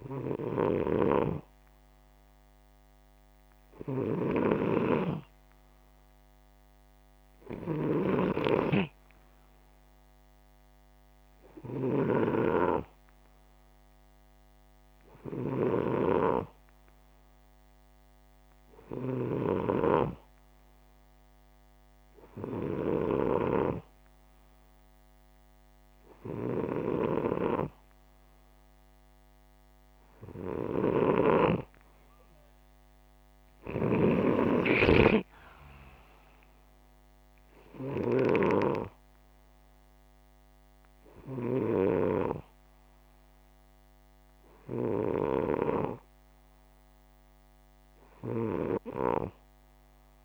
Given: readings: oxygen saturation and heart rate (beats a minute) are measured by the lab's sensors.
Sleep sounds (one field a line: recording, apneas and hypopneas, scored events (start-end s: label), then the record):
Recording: breathing in sleep by a microphone on the trachea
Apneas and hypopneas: none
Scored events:
0.00-23.00 s: snoring (device-marked)
30.00-38.00 s: snoring (device-marked)
From the record:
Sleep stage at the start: N2 (light sleep)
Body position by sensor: upright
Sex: male